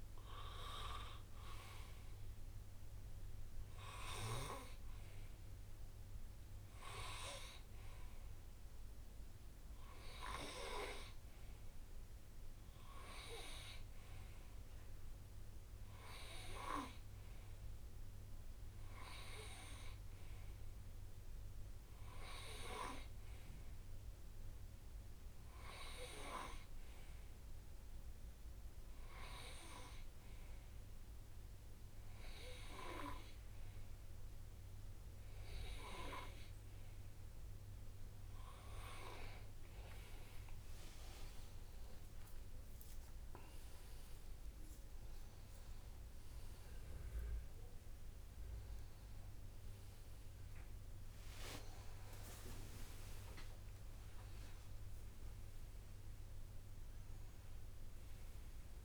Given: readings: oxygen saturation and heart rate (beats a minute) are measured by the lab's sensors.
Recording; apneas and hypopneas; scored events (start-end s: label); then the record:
breathing in sleep by a room microphone; none
42.00-47.00 s: arousal
From the record:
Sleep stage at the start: N2 (light sleep); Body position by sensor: on the right side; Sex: male